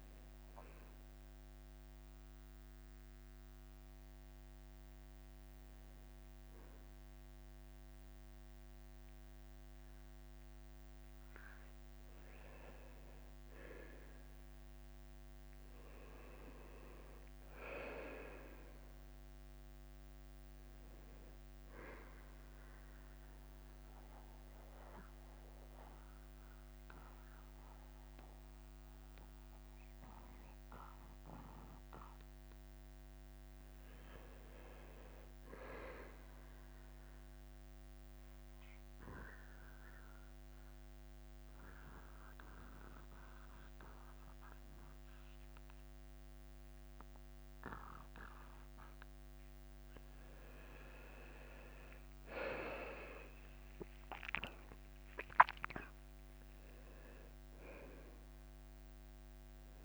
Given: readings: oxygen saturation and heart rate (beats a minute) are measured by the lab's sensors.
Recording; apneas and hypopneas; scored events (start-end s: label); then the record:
breathing in sleep by a microphone on the trachea; 3
0.00-2.50 s: tachycardia (device-marked, heart rate 102 extreme)
2.50-59.85 s: new sleep stage, N2 (light sleep)
3.00-13.00 s: obstructive apnea (oxygen 96% before, 90% lowest, heart rate 99 before, 92 extreme)
15.00-19.00 s: arousal
19.50-32.50 s: oxygen desaturation (device-marked, oxygen 96% before, 91% lowest, heart rate 98 before, 88 extreme)
23.50-33.50 s: mixed apnea (oxygen 96% before, 89% lowest, heart rate 96 before, 88 extreme, up 0 after)
34.50-37.00 s: arousal
39.00-51.00 s: mixed apnea (oxygen 96% before, 89% lowest, heart rate 95 before, 90 extreme, up 9 after)
44.50-51.50 s: oxygen desaturation (device-marked, oxygen 97% before, 93% lowest, heart rate 94 before, 95 extreme)
53.00-57.50 s: arousal
55.50-59.85 s: drop in pulse transit time (device-marked, heart rate 93 before, 95 extreme)
58.50-59.85 s: oxygen desaturation (device-marked, oxygen 96% before, 89% lowest, heart rate 93 before, 88 extreme)
From the record:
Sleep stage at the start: N1 (lightest sleep); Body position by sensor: on the back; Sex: male